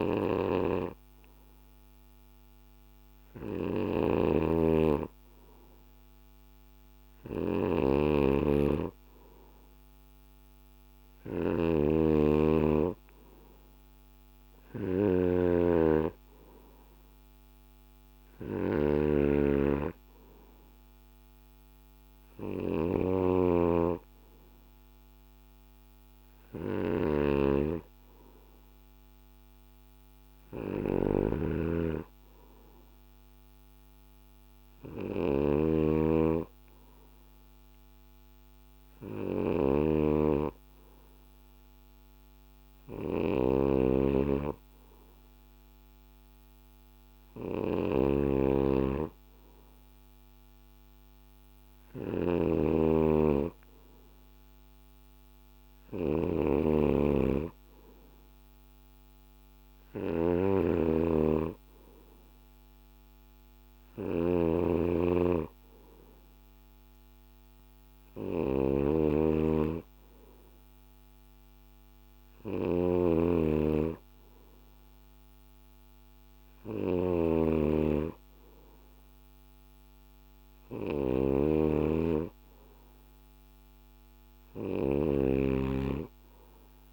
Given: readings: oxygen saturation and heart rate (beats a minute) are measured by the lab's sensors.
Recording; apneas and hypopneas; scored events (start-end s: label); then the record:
breathing in sleep by a microphone on the trachea; none
0.00-86.93 s: snoring (device-marked)
From the record:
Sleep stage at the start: N2 (light sleep); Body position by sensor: on the back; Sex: male